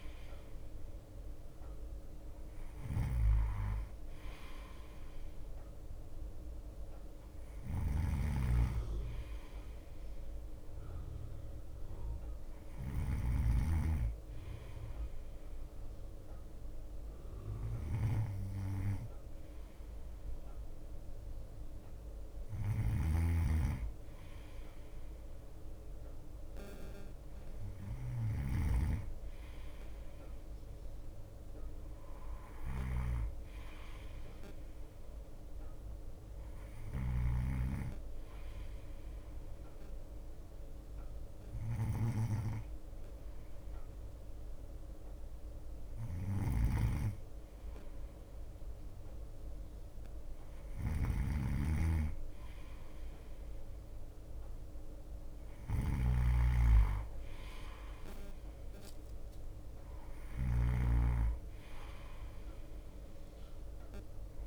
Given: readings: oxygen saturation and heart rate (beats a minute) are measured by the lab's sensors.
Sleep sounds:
breathing in sleep by a room microphone; none
0.00-53.00 s: bradycardia (device-marked, heart rate 55 extreme)
3.00-64.47 s: snoring (device-marked)
59.00-64.47 s: bradycardia (device-marked, heart rate 57 before, 56 extreme)
From the record:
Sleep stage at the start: N2 (light sleep); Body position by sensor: on the right side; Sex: male

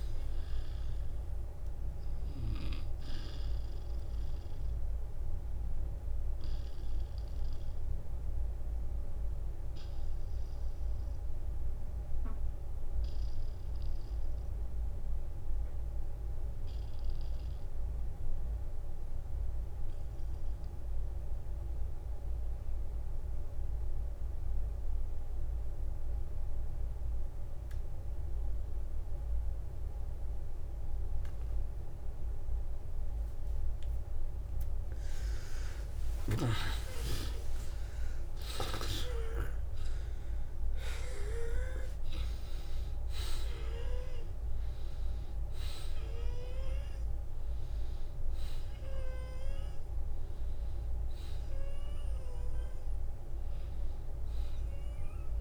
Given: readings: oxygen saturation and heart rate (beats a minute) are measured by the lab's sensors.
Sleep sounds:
breathing in sleep by a room microphone; 1
7.00-33.50 s: obstructive apnea (oxygen 96% before, 81% lowest, heart rate 61 before, 47 extreme, up 24 after)
11.00-23.00 s: oxygen desaturation (device-marked, oxygen 97% before, 92% lowest, heart rate 62 before, 47 extreme)
18.00-20.00 s: long interval between heartbeats (device-marked, heart rate 62 before, 49 extreme)
30.00-55.00 s: oxygen desaturation (device-marked, oxygen 94% before, 86% lowest, heart rate 57 before, 51 extreme)
34.50-38.50 s: arousal
36.00-38.00 s: long interval between heartbeats (device-marked, heart rate 55 before, 71 extreme)
39.50-41.50 s: long interval between heartbeats (device-marked, heart rate 57 before, 76 extreme)
45.00-47.00 s: long interval between heartbeats (device-marked, heart rate 64 before, 58 extreme)
From the record:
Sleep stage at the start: N2 (light sleep); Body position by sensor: on the back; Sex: male

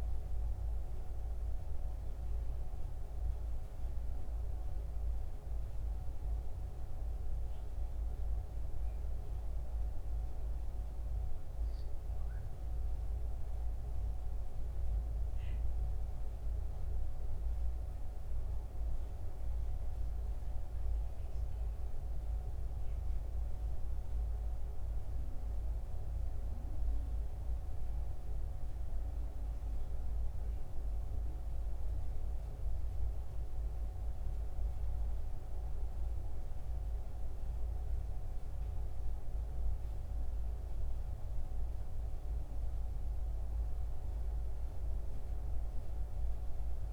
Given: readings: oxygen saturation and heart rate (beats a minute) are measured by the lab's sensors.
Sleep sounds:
breathing in sleep, hard to hear, by a room microphone; none
none scored
From the record:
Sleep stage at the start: N1 (lightest sleep); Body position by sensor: on the back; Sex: male

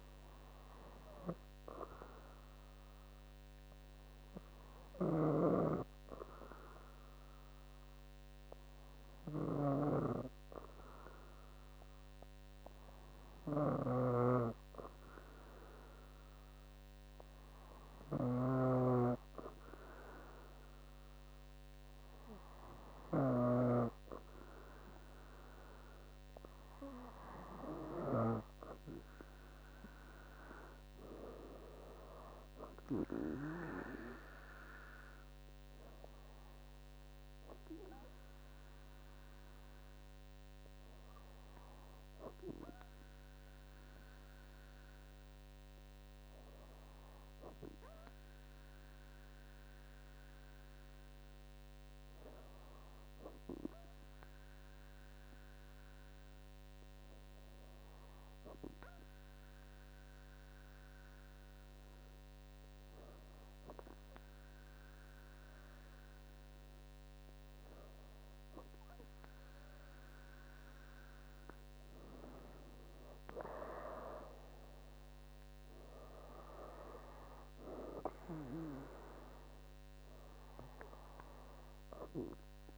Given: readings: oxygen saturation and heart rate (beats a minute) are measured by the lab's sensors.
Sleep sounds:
breathing in sleep by a microphone on the trachea; none
73.50-77.00 s: arousal
From the record:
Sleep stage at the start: N2 (light sleep); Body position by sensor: on the back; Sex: female

